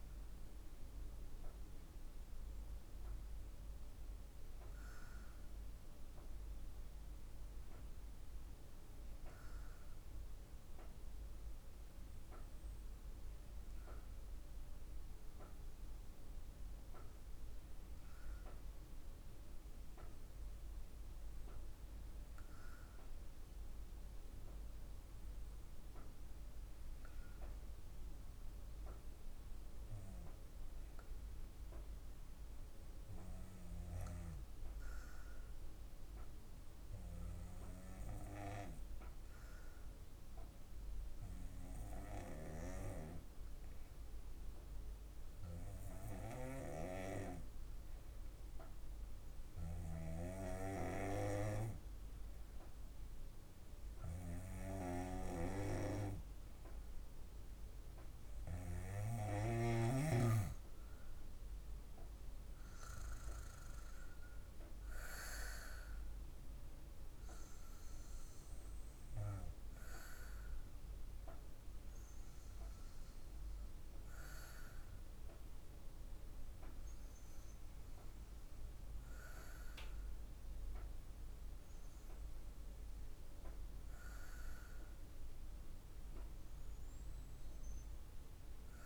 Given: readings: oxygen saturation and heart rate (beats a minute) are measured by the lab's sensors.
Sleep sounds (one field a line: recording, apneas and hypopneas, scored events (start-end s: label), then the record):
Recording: breathing in sleep by a room microphone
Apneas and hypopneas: 1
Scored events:
4.00-59.50 s: obstructive apnea (oxygen 98% before, 92% lowest, heart rate 52 before, 52 extreme, up 1 after)
60.50-65.00 s: arousal
From the record:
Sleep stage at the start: N2 (light sleep)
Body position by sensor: on the back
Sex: female